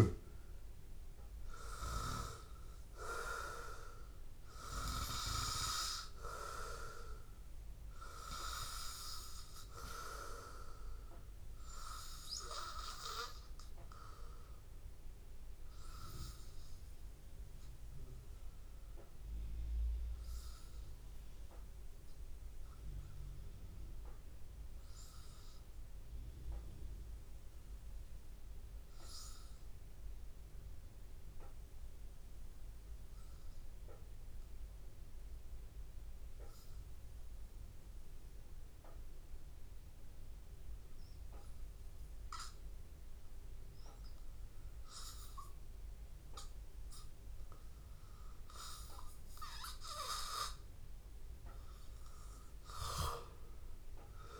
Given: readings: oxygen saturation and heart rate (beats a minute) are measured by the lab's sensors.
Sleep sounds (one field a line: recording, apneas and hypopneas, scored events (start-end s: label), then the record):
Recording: breathing in sleep by a room microphone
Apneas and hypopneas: 1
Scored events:
0.00-24.00 s: oxygen desaturation (device-marked, oxygen 90% lowest, heart rate 81 extreme)
25.50-45.00 s: obstructive apnea (oxygen 98% before, 93% lowest, heart rate 84 before, 81 extreme, up 1 after)
44.00-54.40 s: oxygen desaturation (device-marked, oxygen 98% before, 93% lowest, heart rate 82 before, 81 extreme)
48.50-53.00 s: arousal
From the record:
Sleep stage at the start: N2 (light sleep)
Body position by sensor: on the back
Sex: male